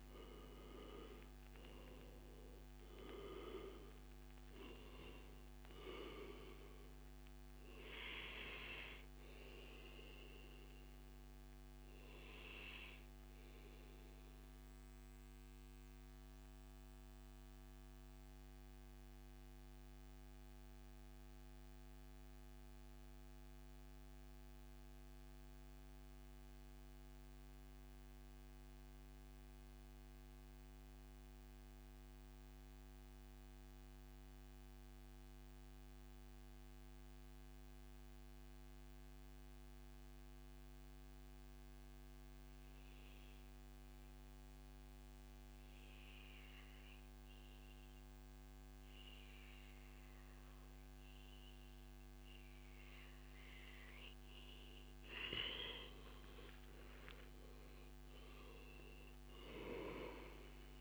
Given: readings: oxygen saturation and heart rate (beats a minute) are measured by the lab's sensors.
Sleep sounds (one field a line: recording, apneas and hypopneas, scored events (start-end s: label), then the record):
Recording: breathing in sleep by a microphone on the trachea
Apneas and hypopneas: 1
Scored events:
0.00-14.50 s: oxygen desaturation (device-marked, oxygen 90% lowest, heart rate 89 extreme)
10.00-54.00 s: mixed apnea (oxygen 97% before, 90% lowest, heart rate 114 before, 89 extreme, up 14 after)
38.00-40.00 s: long interval between heartbeats (device-marked, heart rate 97 before, 98 extreme)
47.50-60.81 s: oxygen desaturation (device-marked, oxygen 98% before, 91% lowest, heart rate 99 before, 96 extreme)
49.00-51.00 s: long interval between heartbeats (device-marked, heart rate 99 before, 106 extreme)
56.00-60.50 s: arousal
From the record:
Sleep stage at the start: N2 (light sleep)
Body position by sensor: on the back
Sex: male